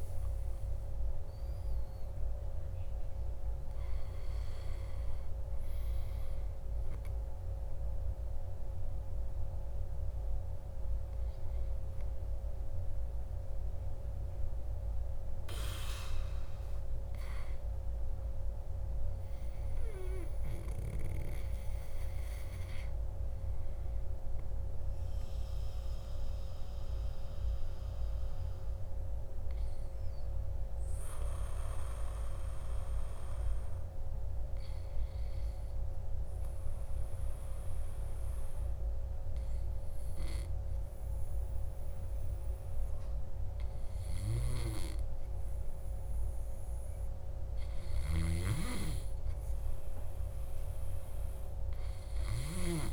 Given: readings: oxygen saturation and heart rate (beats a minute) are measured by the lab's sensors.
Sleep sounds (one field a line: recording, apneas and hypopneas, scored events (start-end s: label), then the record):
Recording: breathing in sleep, hard to hear, by a room microphone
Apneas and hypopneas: 1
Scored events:
0.00-1.50 s: arousal
30.00-44.00 s: obstructive apnea (oxygen 98% before, 96% lowest, heart rate 58 before, 58 extreme, up 1 after)
45.50-49.00 s: arousal
From the record:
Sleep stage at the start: N2 (light sleep)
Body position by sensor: on the back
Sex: male